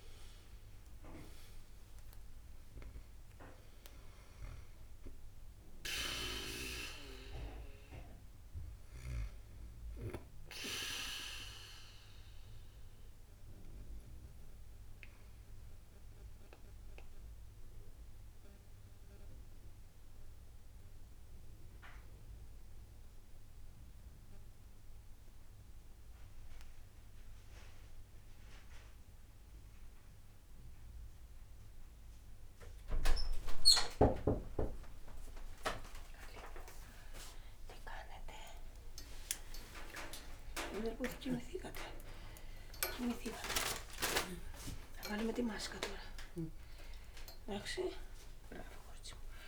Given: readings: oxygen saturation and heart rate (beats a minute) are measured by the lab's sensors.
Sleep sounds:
a person partly awake in a sleep study, by a room microphone; 1
0.00-1.50 s: arousal
15.50-33.00 s: central apnea (oxygen 98% before, 92% lowest)
15.50-33.50 s: oxygen desaturation (device-marked, oxygen 95% before, 92% lowest)
35.50-49.48 s: new sleep stage, awake
39.00-41.00 s: long interval between heartbeats (device-marked, heart rate 35 before, 146 extreme)
44.00-46.00 s: long interval between heartbeats (device-marked, heart rate 49 before, 57 extreme)
46.50-48.50 s: long interval between heartbeats (device-marked, heart rate 48 before, 73 extreme)
From the record:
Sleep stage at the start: N2 (light sleep); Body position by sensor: on the back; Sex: female

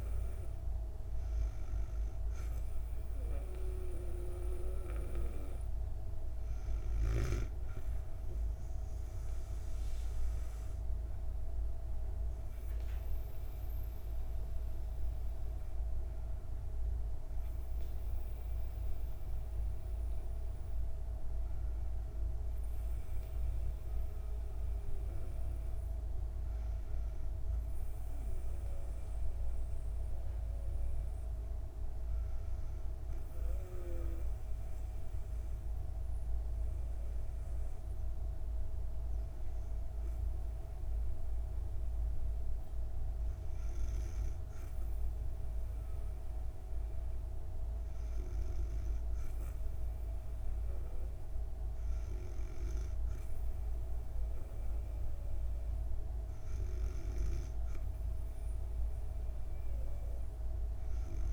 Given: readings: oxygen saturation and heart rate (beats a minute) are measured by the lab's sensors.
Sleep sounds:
breathing in sleep by a room microphone; 1
7.50-11.00 s: arousal
33.00-44.00 s: obstructive apnea (oxygen 97% before, 95% lowest, heart rate 60 before, 59 extreme, up 3 after)
45.50-48.00 s: arousal
From the record:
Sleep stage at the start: N2 (light sleep); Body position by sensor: on the back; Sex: female

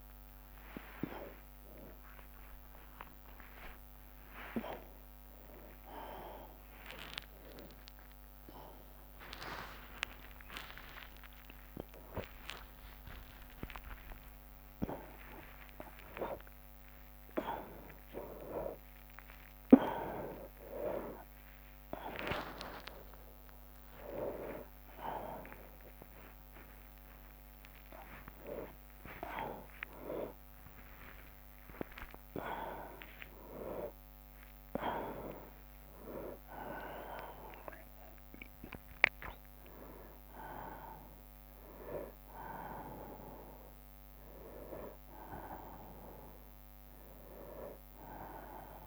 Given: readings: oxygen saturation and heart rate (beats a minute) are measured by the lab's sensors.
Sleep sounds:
a person awake in a sleep study, by a microphone on the trachea; none
0.00-6.00 s: tachycardia (device-marked, heart rate 199 extreme)
0.50-2.50 s: long interval between heartbeats (device-marked, heart rate 77 before, 148 extreme)
2.50-4.50 s: long interval between heartbeats (device-marked, heart rate 86 before, 195 extreme)
3.00-14.00 s: drop in pulse transit time (device-marked, heart rate 93 before, 95 extreme)
6.00-8.00 s: long interval between heartbeats (device-marked, heart rate 110 before, 140 extreme)
7.00-22.00 s: tachycardia (device-marked, heart rate 64 before, 153 extreme)
10.00-12.00 s: long interval between heartbeats (device-marked, heart rate 123 before, 110 extreme)
14.00-16.00 s: long interval between heartbeats (device-marked, heart rate 133 before, 136 extreme)
17.00-19.00 s: long interval between heartbeats (device-marked, heart rate 141 before, 139 extreme)
19.00-21.00 s: long interval between heartbeats (device-marked, heart rate 144 before, 136 extreme)
21.00 s: drop in pulse transit time (device-marked)
22.00-28.00 s: bradycardia (device-marked)
25.50-27.50 s: long interval between heartbeats (device-marked)
28.50-30.50 s: long interval between heartbeats (device-marked, heart rate 115 before, 44 extreme)
31.00-33.00 s: long interval between heartbeats (device-marked, heart rate 105 before, 94 extreme)
33.00-44.00 s: drop in pulse transit time (device-marked, heart rate 103 before, 50 extreme)
33.50-35.50 s: long interval between heartbeats (device-marked, heart rate 103 before, 99 extreme)
38.00-40.00 s: bradycardia (device-marked, heart rate 68 before, 74 extreme)
43.50-45.50 s: long interval between heartbeats (device-marked, heart rate 72 before, 60 extreme)
From the record:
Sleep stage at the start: awake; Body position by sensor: on the right side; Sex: male

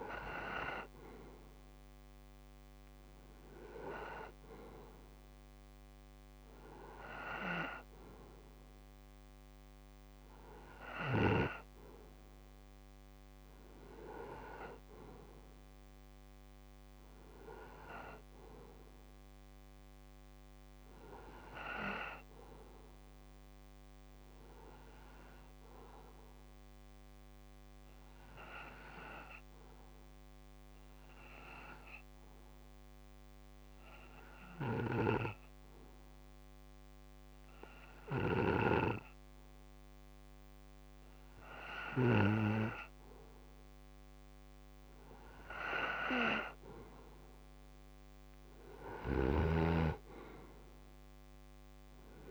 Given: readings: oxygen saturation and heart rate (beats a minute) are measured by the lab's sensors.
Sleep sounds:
breathing in sleep by a microphone on the trachea; 1
0.00-13.00 s: oxygen desaturation (device-marked, oxygen 92% lowest)
26.00-42.00 s: obstructive apnea (oxygen 95% before, 88% lowest)
34.50-42.00 s: snoring (device-marked)
42.50-46.50 s: arousal
44.00-52.31 s: oxygen desaturation (device-marked, oxygen 94% before, 88% lowest)
From the record:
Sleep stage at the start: N2 (light sleep); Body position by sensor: on the right side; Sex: male

